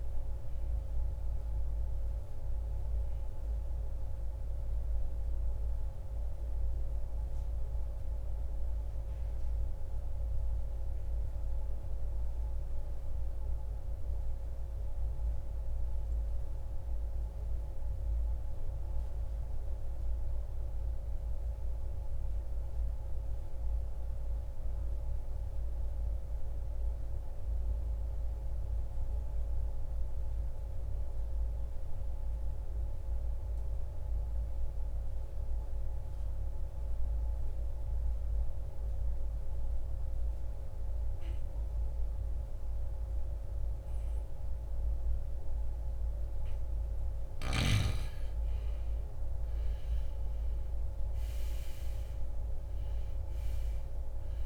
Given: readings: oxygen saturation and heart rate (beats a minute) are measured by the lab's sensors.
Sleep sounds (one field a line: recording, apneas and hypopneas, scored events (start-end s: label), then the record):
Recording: breathing in sleep, hard to hear, by a room microphone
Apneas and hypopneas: 1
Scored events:
0.00-20.50 s: oxygen desaturation (device-marked, oxygen 76% lowest, heart rate 53 extreme)
13.50-46.50 s: obstructive apnea (oxygen 92% before, 77% lowest, heart rate 80 before, 54 extreme, up 20 after)
39.50-54.46 s: oxygen desaturation (device-marked, oxygen 97% before, 77% lowest, heart rate 65 before, 51 extreme)
48.50-52.50 s: arousal
49.50-54.46 s: new sleep stage, N1 (lightest sleep)
From the record:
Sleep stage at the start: N2 (light sleep)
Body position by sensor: on the right side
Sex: male